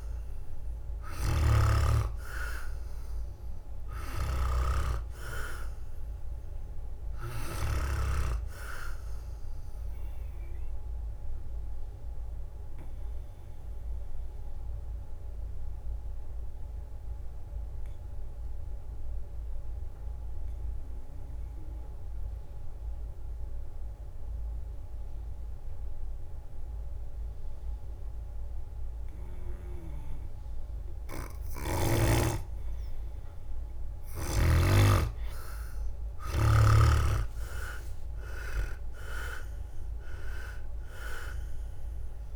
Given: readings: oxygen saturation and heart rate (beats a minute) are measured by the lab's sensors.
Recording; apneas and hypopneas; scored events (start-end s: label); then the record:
breathing in sleep by a room microphone; 1
0.00-14.50 s: drop in pulse transit time (device-marked, heart rate 64 extreme)
1.50-25.50 s: oxygen desaturation (device-marked, oxygen 99% before, 92% lowest, heart rate 64 before, 59 extreme)
11.50-30.00 s: obstructive apnea (oxygen 100% before, 91% lowest, heart rate 68 before, 59 extreme, up 11 after)
32.00-34.50 s: leg movement (device-marked)
33.50-37.00 s: arousal
34.50-42.36 s: drop in pulse transit time (device-marked, heart rate 62 before, 67 extreme)
35.50-42.36 s: oxygen desaturation (device-marked, oxygen 99% before, 91% lowest, heart rate 63 before, 60 extreme)
37.50-40.50 s: leg movement (device-marked)
From the record:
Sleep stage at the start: N2 (light sleep); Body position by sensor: on the back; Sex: male